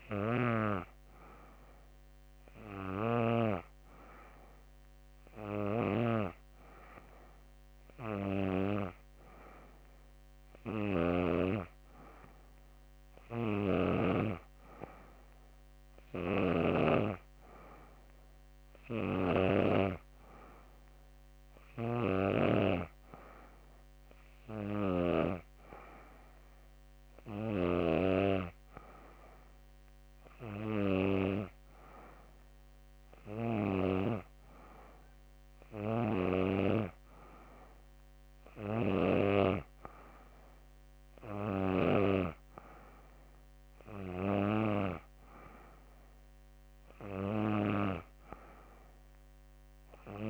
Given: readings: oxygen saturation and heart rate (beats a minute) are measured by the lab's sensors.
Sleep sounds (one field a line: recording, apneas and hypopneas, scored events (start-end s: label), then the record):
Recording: breathing in sleep by a microphone on the trachea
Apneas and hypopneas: none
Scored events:
none scored
From the record:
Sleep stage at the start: N3 (deep sleep)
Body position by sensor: on the back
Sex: female